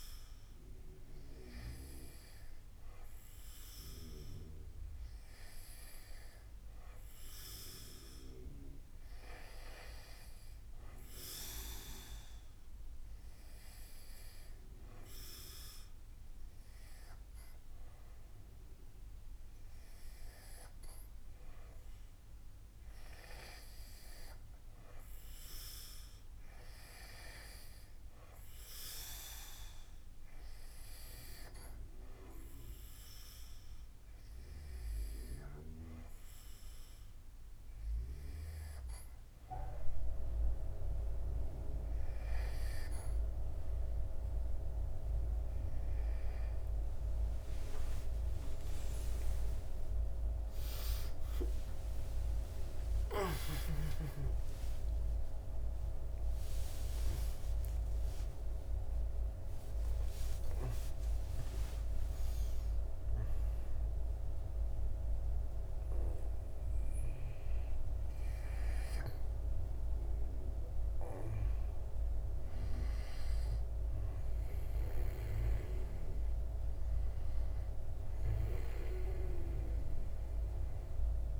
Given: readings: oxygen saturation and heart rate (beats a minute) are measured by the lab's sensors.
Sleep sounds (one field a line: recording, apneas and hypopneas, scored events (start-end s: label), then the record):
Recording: breathing in sleep by a room microphone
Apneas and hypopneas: none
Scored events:
47.00-53.50 s: arousal
From the record:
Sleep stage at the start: N2 (light sleep)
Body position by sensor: on the back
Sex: male